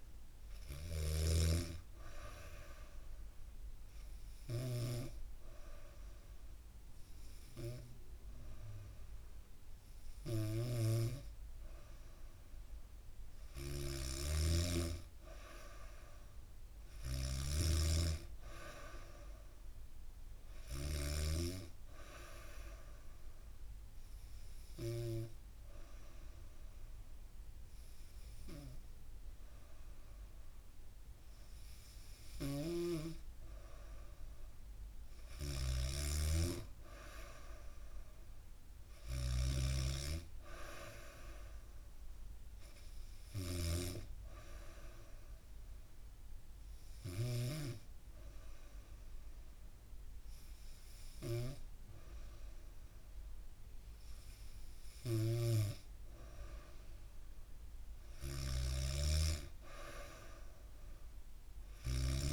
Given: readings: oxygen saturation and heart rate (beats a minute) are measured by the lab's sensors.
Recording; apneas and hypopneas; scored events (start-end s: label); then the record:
breathing in sleep by a room microphone; 3
0.00-10.50 s: oxygen desaturation (device-marked, oxygen 92% lowest, heart rate 69 extreme)
0.00-20.50 s: snoring (device-marked)
3.00-14.00 s: hypopnea (oxygen 95% before, 92% lowest, heart rate 70 before, 68 extreme, up 4 after)
15.50-19.00 s: arousal
22.50-33.50 s: obstructive apnea (oxygen 95% before, 92% lowest, heart rate 72 before, 66 extreme, up 1 after)
31.50-61.50 s: snoring (device-marked)
35.50-39.50 s: arousal
37.50-49.50 s: oxygen desaturation (device-marked, oxygen 95% before, 92% lowest, heart rate 72 before, 66 extreme)
44.50-56.00 s: hypopnea (oxygen 95% before, 92% lowest, heart rate 70 before, 66 extreme, up 3 after)
57.50-61.00 s: arousal
From the record:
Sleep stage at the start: N2 (light sleep); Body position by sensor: on the back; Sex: female